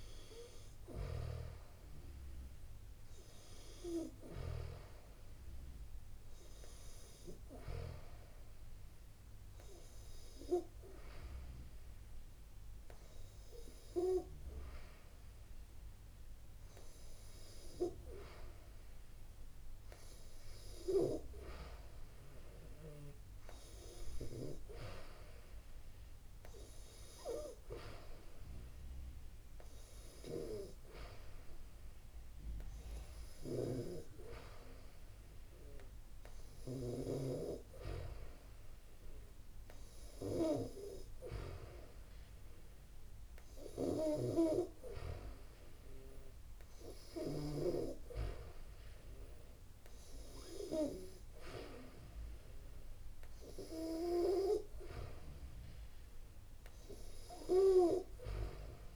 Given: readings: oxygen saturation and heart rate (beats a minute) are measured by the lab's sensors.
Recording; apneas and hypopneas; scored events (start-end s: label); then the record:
breathing in sleep by a room microphone; none
none scored
From the record:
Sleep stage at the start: N2 (light sleep); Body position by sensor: on the back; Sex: female